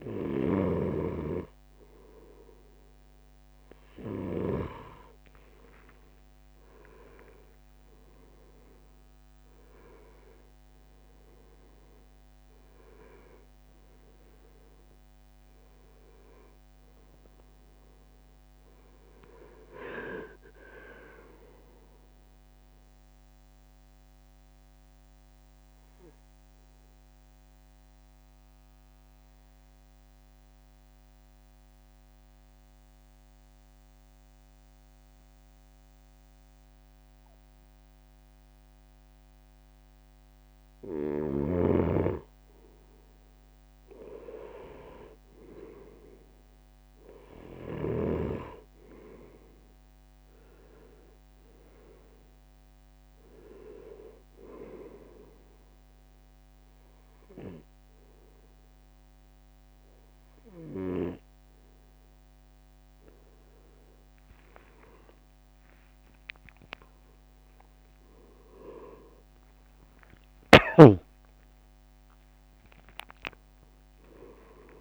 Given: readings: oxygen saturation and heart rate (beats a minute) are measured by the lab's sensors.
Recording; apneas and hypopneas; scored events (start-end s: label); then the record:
breathing in sleep by a microphone on the trachea; 1
4.00-8.50 s: arousal
8.50-30.50 s: drop in pulse transit time (device-marked, heart rate 68 before, 64 extreme)
13.00-21.00 s: leg movement (device-marked)
22.50-41.00 s: obstructive apnea (oxygen 97% before, 95% lowest, heart rate 73 before, 64 extreme, up 4 after)
43.50-46.50 s: arousal
46.50-56.50 s: drop in pulse transit time (device-marked, heart rate 65 before, 68 extreme)
64.00-66.50 s: leg movement (device-marked)
69.50-74.81 s: drop in pulse transit time (device-marked, heart rate 69 before, 76 extreme)
72.50-74.81 s: tachycardia (device-marked, heart rate 68 before, 117 extreme)
73.50-74.81 s: new sleep stage, awake
From the record:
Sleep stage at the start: N2 (light sleep); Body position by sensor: on the right side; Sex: male